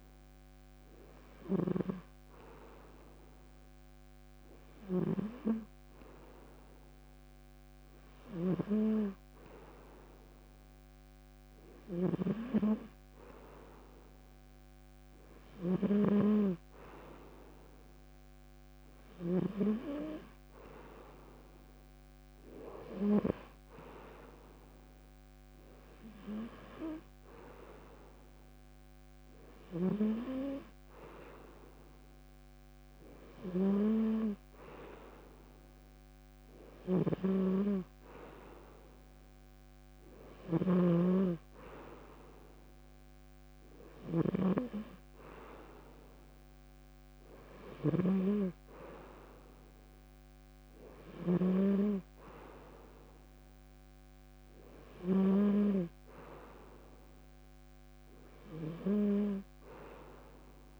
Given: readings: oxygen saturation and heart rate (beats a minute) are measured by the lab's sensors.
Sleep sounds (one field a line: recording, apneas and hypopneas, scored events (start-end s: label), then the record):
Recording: breathing in sleep by a microphone on the trachea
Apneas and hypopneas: none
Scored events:
0.00-1.50 s: snoring (device-marked)
11.50-19.00 s: snoring (device-marked)
36.50-51.00 s: snoring (device-marked)
From the record:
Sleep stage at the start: N2 (light sleep)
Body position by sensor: on the front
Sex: male